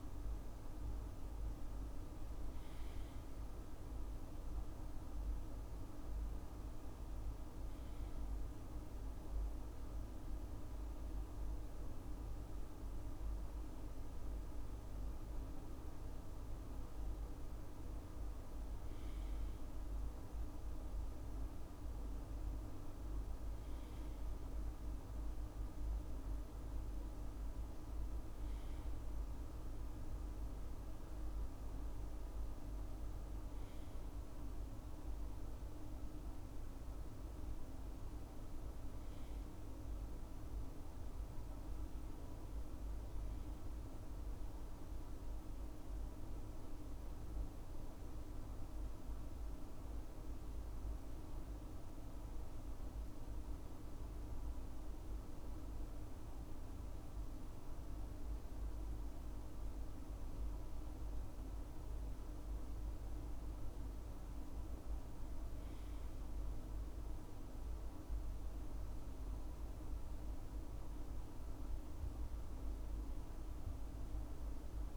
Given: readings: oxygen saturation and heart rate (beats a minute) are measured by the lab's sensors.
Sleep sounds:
breathing in sleep, hard to hear, by a room microphone; 1
40.50-43.50 s: arousal
47.00-62.00 s: mixed apnea (oxygen 98% before, 93% lowest, heart rate 74 before, 64 extreme, up 1 after)
63.50-74.97 s: oxygen desaturation (device-marked, oxygen 97% before, 94% lowest, heart rate 72 before, 64 extreme)
65.50-69.00 s: arousal
From the record:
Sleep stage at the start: N2 (light sleep); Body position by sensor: on the left side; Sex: male

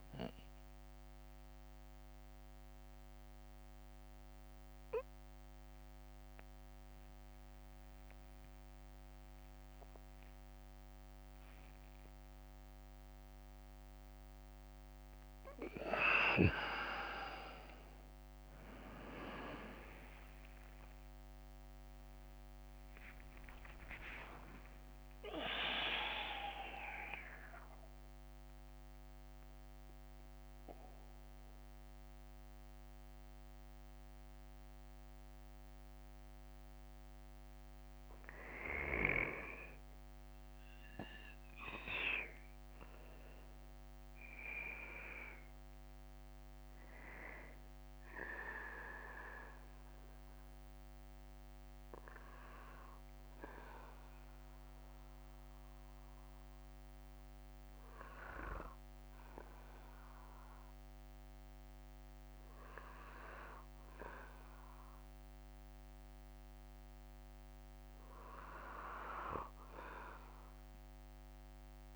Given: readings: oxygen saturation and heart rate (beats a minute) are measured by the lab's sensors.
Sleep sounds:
breathing in sleep by a microphone on the trachea; 3
0.00-22.50 s: oxygen desaturation (device-marked, oxygen 90% lowest, heart rate 53 extreme)
0.00-33.50 s: drop in pulse transit time (device-marked, heart rate 58 extreme)
0.50-6.50 s: leg movement (device-marked)
1.50-15.00 s: mixed apnea (oxygen 97% before, 86% lowest, heart rate 54 before, 53 extreme, up 9 after)
4.50-9.50 s: bradycardia (device-marked, heart rate 58 before, 58 extreme)
7.50-16.50 s: leg movement (device-marked)
17.00-20.00 s: leg movement (device-marked)
18.00-23.50 s: arousal
22.50-24.50 s: leg movement (device-marked)
27.00-37.00 s: central apnea (oxygen 95% before, 86% lowest, heart rate 63 before, 53 extreme, up 4 after)
29.50-44.50 s: oxygen desaturation (device-marked, oxygen 91% before, 86% lowest, heart rate 65 before, 53 extreme)
30.50-43.50 s: bradycardia (device-marked, heart rate 58 before, 53 extreme)
41.00-45.50 s: arousal
46.50-71.96 s: bradycardia (device-marked, heart rate 58 before, 48 extreme)
50.50-62.50 s: oxygen desaturation (device-marked, oxygen 99% before, 95% lowest, heart rate 58 before, 54 extreme)
53.50-66.00 s: hypopnea (oxygen 99% before, 93% lowest, heart rate 57 before, 54 extreme, up 1 after)
From the record:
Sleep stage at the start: N2 (light sleep); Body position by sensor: on the back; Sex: male

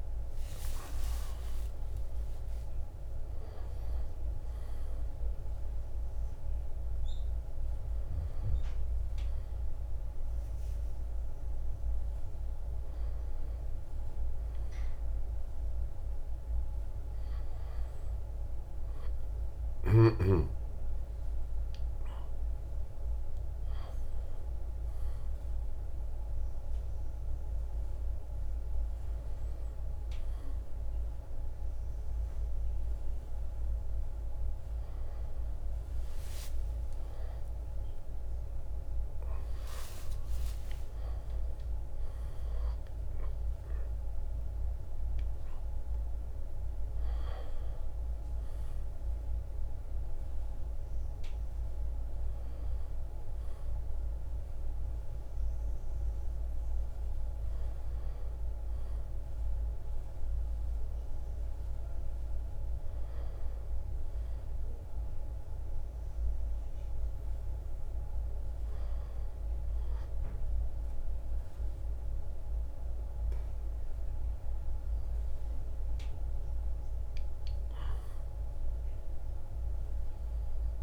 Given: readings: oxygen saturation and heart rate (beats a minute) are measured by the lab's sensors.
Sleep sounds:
a person partly awake in a sleep study, hard to hear, by a room microphone; none
1.00-12.00 s: drop in pulse transit time (device-marked, heart rate 104 before, 72 extreme)
37.00-80.83 s: new sleep stage, N1 (lightest sleep)
From the record:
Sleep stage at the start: awake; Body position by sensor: on the back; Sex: male

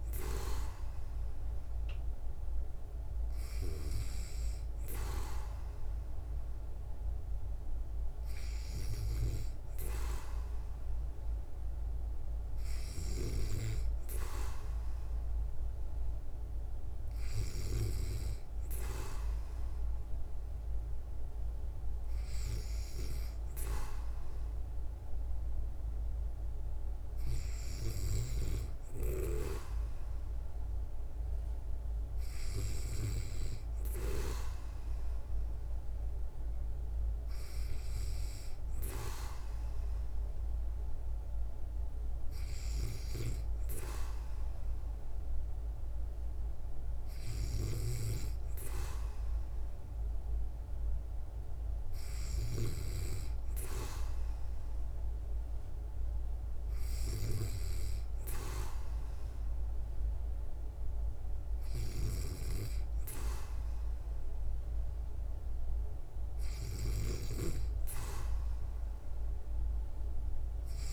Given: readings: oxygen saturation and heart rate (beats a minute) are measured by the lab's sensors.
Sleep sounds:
breathing in sleep by a room microphone; none
none scored
From the record:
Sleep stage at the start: N2 (light sleep); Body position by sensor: on the back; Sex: female

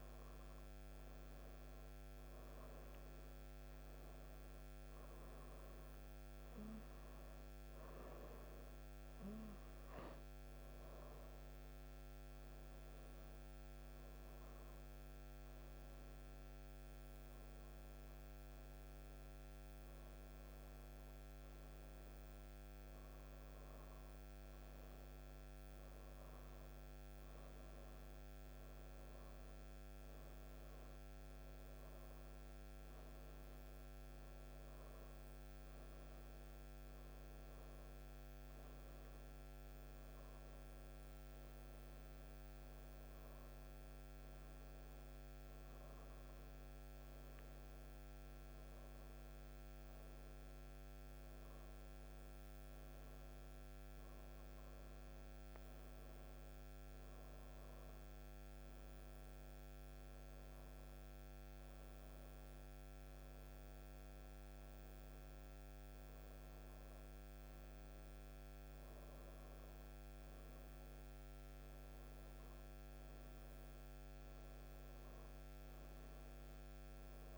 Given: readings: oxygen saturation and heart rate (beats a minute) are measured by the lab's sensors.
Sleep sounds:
breathing in sleep, hard to hear, by a microphone on the trachea; none
none scored
From the record:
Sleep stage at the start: N1 (lightest sleep); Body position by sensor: on the right side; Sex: female

